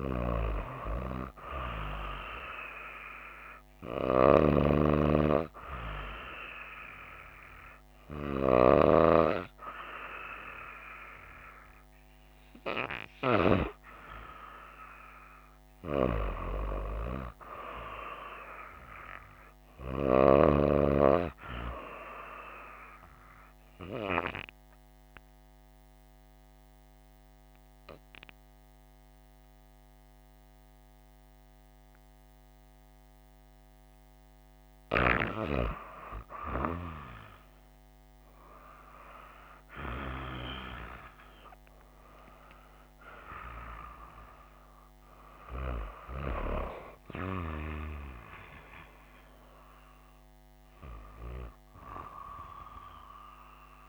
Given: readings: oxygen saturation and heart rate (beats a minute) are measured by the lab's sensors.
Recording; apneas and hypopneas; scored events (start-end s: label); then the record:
breathing in sleep by a microphone on the trachea; 1
24.00-35.00 s: obstructive apnea (oxygen 95% before, 93% lowest, heart rate 61 before, 58 extreme, up 3 after)
37.00-40.50 s: arousal
49.00-52.50 s: arousal
From the record:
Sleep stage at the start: N2 (light sleep); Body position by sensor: on the right side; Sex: female